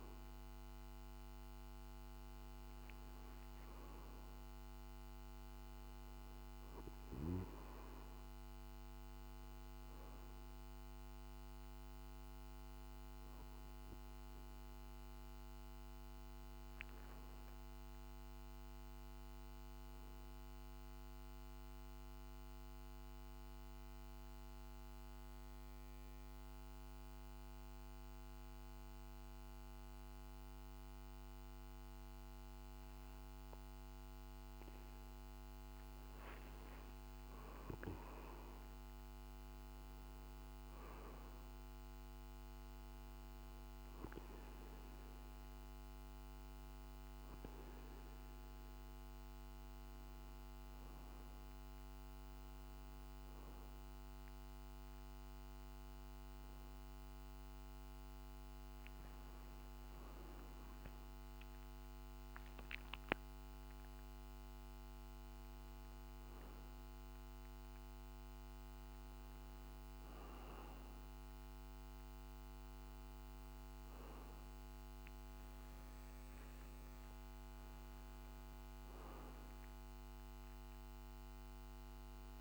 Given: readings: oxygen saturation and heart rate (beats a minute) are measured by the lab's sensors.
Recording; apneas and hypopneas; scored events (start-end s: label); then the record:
a person partly awake in a sleep study, hard to hear, by a microphone on the trachea; 1
2.50-7.50 s: arousal
19.50-33.50 s: hypopnea (oxygen 95% before, 94% lowest, heart rate 52 before, 48 extreme, up 5 after)
51.00-82.41 s: new sleep stage, awake
From the record:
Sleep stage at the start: N2 (light sleep); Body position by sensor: on the back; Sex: male